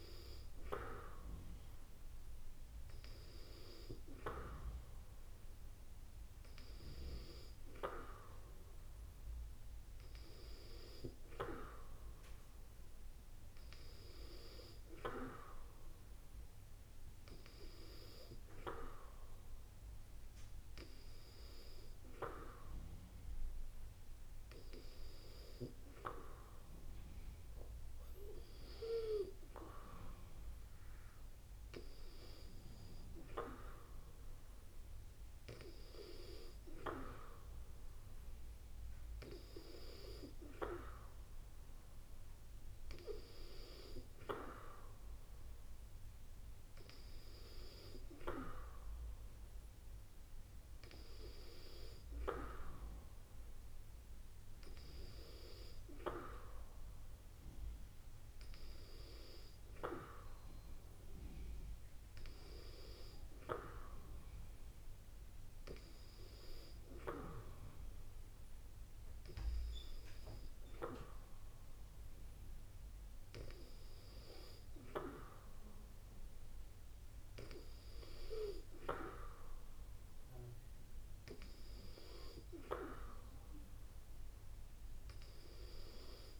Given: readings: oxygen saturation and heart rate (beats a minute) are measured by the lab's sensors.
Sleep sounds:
breathing in sleep by a room microphone; none
none scored
From the record:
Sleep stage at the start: N2 (light sleep); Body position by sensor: on the back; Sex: female

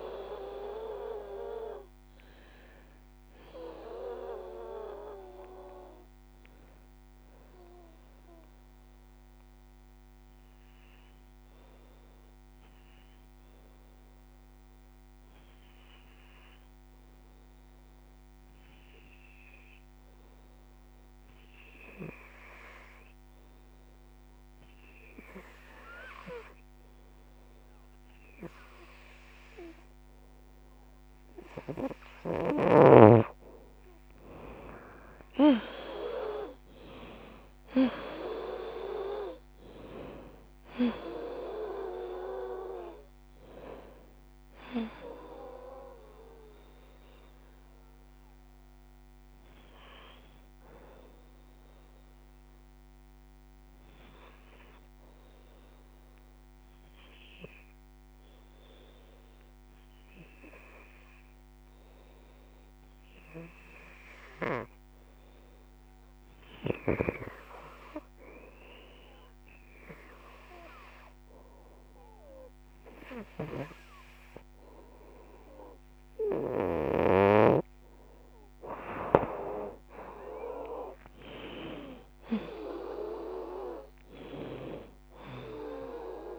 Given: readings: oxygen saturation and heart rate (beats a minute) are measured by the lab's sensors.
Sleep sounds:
breathing in sleep by a microphone on the trachea; 2
0.00-11.00 s: drop in pulse transit time (device-marked, heart rate 67 extreme)
0.00-15.00 s: oxygen desaturation (device-marked, oxygen 84% lowest, heart rate 65 extreme)
8.00-30.00 s: obstructive apnea (oxygen 95% before, 84% lowest, heart rate 78 before, 65 extreme, up 15 after)
23.00-56.00 s: oxygen desaturation (device-marked, oxygen 96% before, 84% lowest, heart rate 70 before, 65 extreme)
34.00-39.00 s: arousal
35.00-52.00 s: drop in pulse transit time (device-marked, heart rate 68 before, 65 extreme)
48.50-75.00 s: obstructive apnea (oxygen 96% before, 84% lowest, heart rate 76 before, 58 extreme, up 11 after)
70.00-86.39 s: oxygen desaturation (device-marked, oxygen 96% before, 86% lowest, heart rate 70 before, 58 extreme)
71.00-76.50 s: leg movement (device-marked)
77.00-81.00 s: arousal
79.00-81.00 s: long interval between heartbeats (device-marked, heart rate 70 before, 71 extreme)
80.00-83.00 s: leg movement (device-marked)
80.00-86.39 s: drop in pulse transit time (device-marked, heart rate 71 before, 58 extreme)
81.50-83.50 s: long interval between heartbeats (device-marked, heart rate 70 before, 66 extreme)
84.00-86.00 s: long interval between heartbeats (device-marked, heart rate 70 before, 58 extreme)
From the record:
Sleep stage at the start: N2 (light sleep); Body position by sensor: on the right side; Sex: female

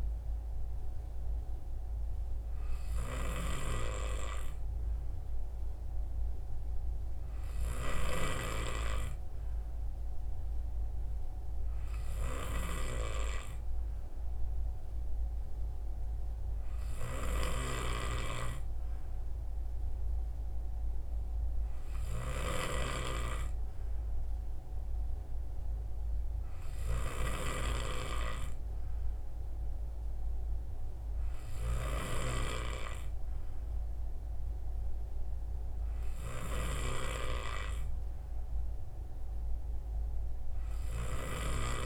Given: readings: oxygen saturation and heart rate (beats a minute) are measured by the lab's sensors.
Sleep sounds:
breathing in sleep by a room microphone; none
none scored
From the record:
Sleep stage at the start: N2 (light sleep); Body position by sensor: on the right side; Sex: male

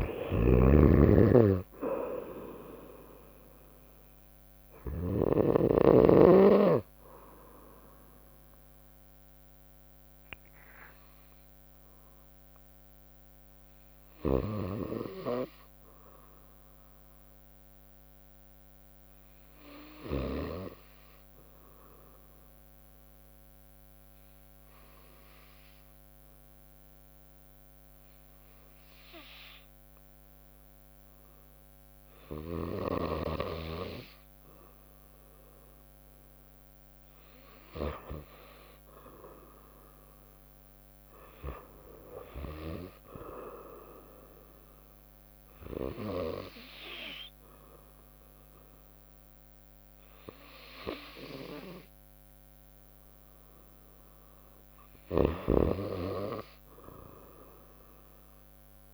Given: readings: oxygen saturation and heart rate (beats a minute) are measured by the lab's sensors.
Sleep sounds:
breathing in sleep by a microphone on the trachea; 1
0.00-5.00 s: drop in pulse transit time (device-marked, heart rate 61 extreme)
0.00-5.00 s: snoring (device-marked)
0.00-17.00 s: oxygen desaturation (device-marked, oxygen 93% lowest, heart rate 58 extreme)
4.50-34.00 s: obstructive apnea (oxygen 97% before, 91% lowest, heart rate 62 before, 58 extreme, up 0 after)
9.00-42.00 s: bradycardia (device-marked, heart rate 64 before, 58 extreme)
38.50-43.00 s: arousal
42.00-58.94 s: oxygen desaturation (device-marked, oxygen 97% before, 91% lowest, heart rate 59 before, 61 extreme)
From the record:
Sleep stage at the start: REM sleep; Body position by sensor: on the right side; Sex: female

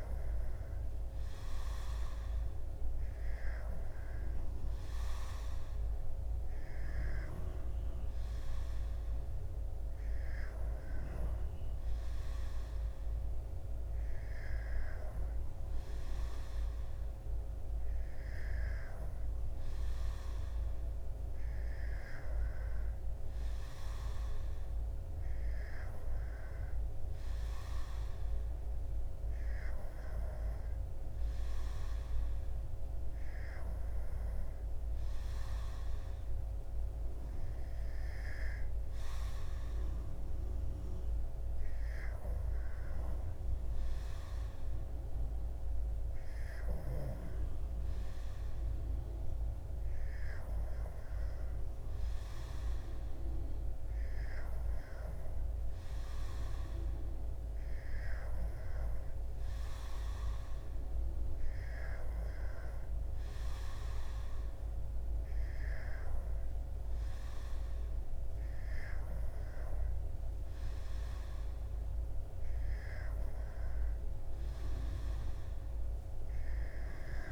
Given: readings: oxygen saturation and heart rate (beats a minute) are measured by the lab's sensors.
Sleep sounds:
breathing in sleep, hard to hear, by a room microphone; none
none scored
From the record:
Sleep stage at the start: N2 (light sleep); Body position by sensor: on the back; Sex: male

